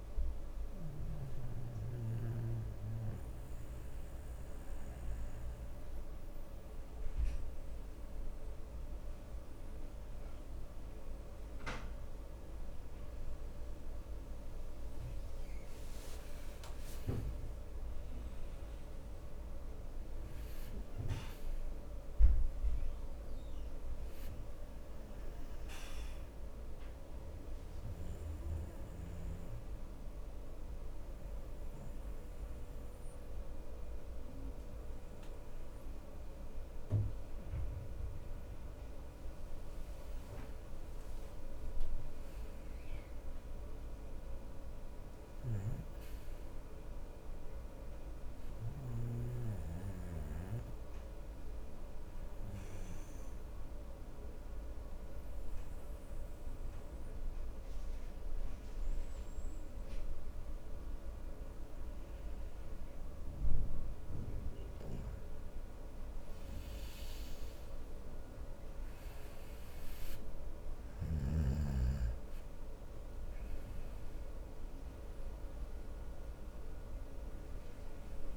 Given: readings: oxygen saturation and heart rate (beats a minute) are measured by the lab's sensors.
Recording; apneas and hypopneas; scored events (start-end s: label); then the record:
breathing in sleep, hard to hear, by a room microphone; 3
1.50-13.00 s: obstructive apnea (oxygen 97% before, 94% lowest, heart rate 74 before, 66 extreme, up 3 after)
14.00-17.00 s: arousal
26.00-38.00 s: obstructive apnea (oxygen 97% before, 94% lowest, heart rate 73 before, 65 extreme, up 5 after)
40.00-44.00 s: arousal
49.50-64.50 s: obstructive apnea (oxygen 97% before, 91% lowest, heart rate 69 before, 68 extreme, up 5 after)
66.50-71.00 s: arousal
72.00-78.37 s: oxygen desaturation (device-marked, oxygen 97% before, 94% lowest, heart rate 70 before, 66 extreme)
From the record:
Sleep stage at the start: N2 (light sleep); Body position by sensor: on the right side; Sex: male